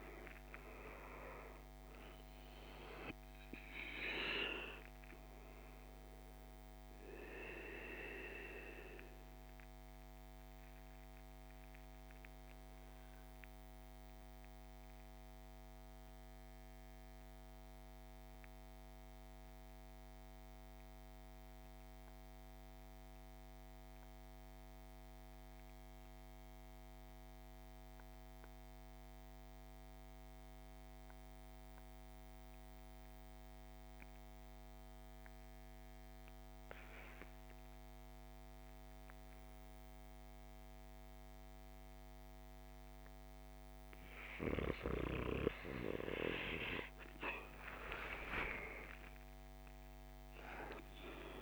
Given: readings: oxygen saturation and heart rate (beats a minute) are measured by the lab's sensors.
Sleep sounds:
breathing in sleep by a microphone on the trachea; 1
0.00-1.00 s: arousal
0.00-27.50 s: oxygen desaturation (device-marked, oxygen 82% lowest, heart rate 53 extreme)
7.50-45.50 s: obstructive apnea (oxygen 98% before, 78% lowest, heart rate 67 before, 53 extreme, up 23 after)
42.50-51.42 s: oxygen desaturation (device-marked, oxygen 99% before, 78% lowest, heart rate 57 before, 54 extreme)
47.50-51.42 s: arousal
From the record:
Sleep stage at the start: REM sleep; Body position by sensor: on the right side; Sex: male

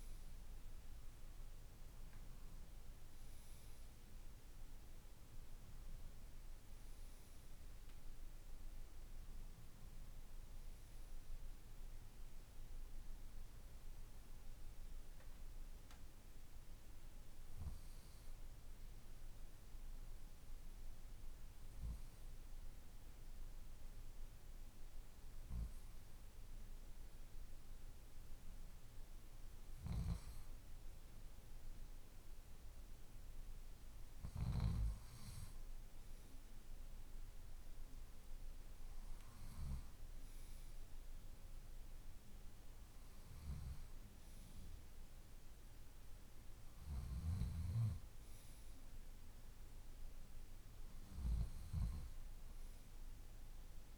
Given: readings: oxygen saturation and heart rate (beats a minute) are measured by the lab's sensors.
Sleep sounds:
breathing in sleep, hard to hear, by a room microphone; none
2.50-7.50 s: arousal
From the record:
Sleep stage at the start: N2 (light sleep); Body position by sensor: on the left side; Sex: male

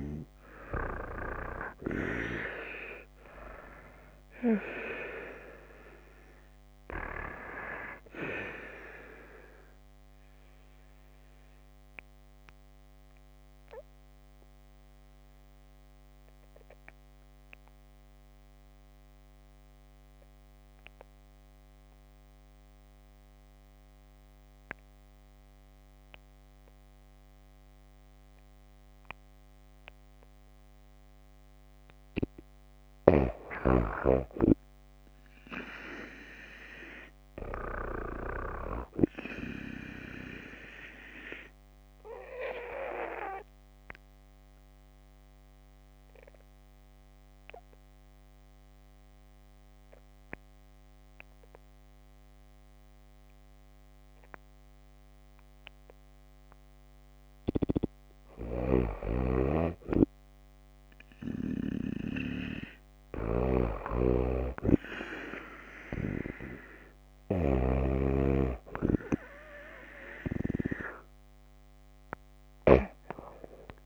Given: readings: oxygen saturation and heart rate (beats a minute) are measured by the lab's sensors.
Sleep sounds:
breathing in sleep by a microphone on the trachea; 2
0.00-2.00 s: arousal
12.00-32.00 s: obstructive apnea (oxygen 96% before, 91% lowest)
34.00-38.50 s: arousal
41.50-51.50 s: oxygen desaturation (device-marked, oxygen 95% before, 91% lowest)
42.00-57.50 s: obstructive apnea (oxygen 95% before, 91% lowest)
59.00-67.50 s: snoring (device-marked)
From the record:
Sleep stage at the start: N2 (light sleep); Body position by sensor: on the back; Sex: female

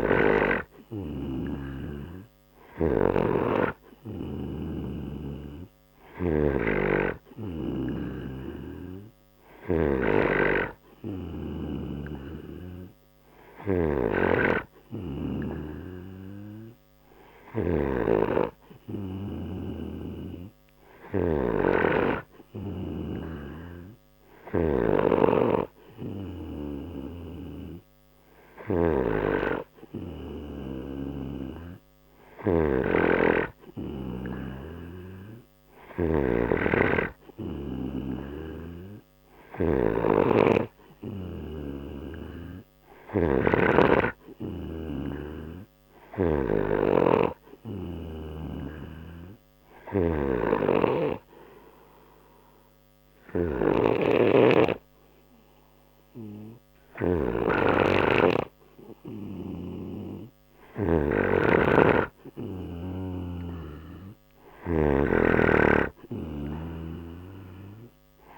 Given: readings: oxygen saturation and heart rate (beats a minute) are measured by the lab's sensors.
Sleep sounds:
breathing in sleep by a microphone on the trachea; none
0.00-9.50 s: snoring (device-marked)
17.00-46.00 s: snoring (device-marked)
53.50-68.38 s: snoring (device-marked)
From the record:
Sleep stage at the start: N2 (light sleep); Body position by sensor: on the right side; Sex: male

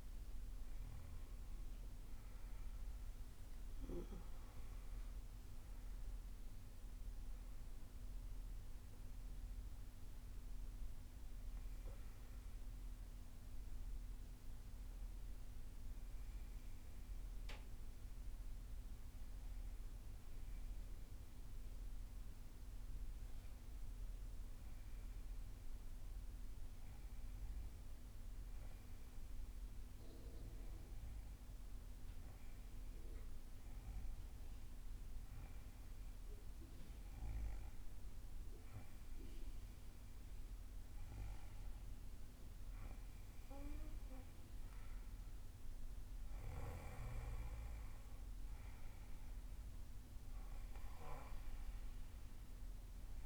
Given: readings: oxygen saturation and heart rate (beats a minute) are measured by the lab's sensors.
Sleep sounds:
breathing in sleep, hard to hear, by a room microphone; 1
19.00-40.00 s: hypopnea (oxygen 98% before, 93% lowest, heart rate 77 before, 56 extreme, up 6 after)
42.00-47.00 s: arousal
From the record:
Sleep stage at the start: N2 (light sleep); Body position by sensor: on the back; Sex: female

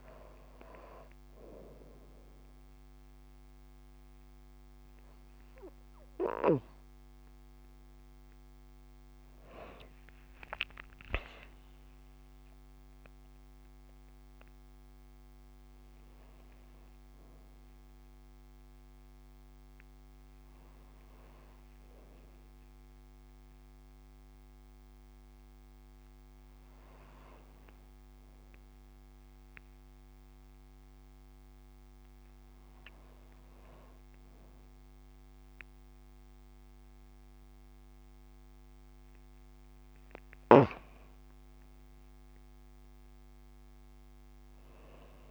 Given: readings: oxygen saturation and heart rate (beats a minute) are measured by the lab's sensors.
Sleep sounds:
breathing in sleep by a microphone on the trachea; none
none scored
From the record:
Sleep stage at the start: N2 (light sleep); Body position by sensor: on the back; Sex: female

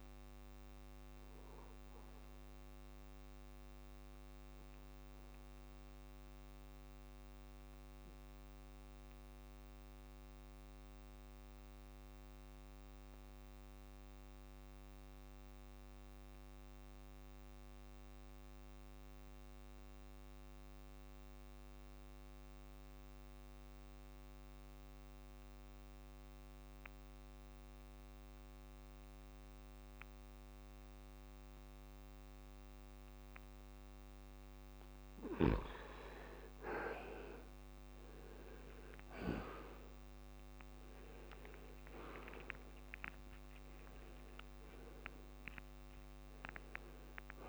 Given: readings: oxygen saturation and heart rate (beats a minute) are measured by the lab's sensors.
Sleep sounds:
breathing in sleep by a microphone on the trachea; 1
0.00-9.50 s: oxygen desaturation (device-marked, oxygen 85% lowest, heart rate 65 extreme)
5.00-34.50 s: obstructive apnea (oxygen 97% before, 81% lowest, heart rate 86 before, 59 extreme, up 4 after)
28.50-47.49 s: oxygen desaturation (device-marked, oxygen 98% before, 81% lowest, heart rate 66 before, 59 extreme)
37.50-42.50 s: arousal
From the record:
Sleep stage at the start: N2 (light sleep); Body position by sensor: on the back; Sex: male

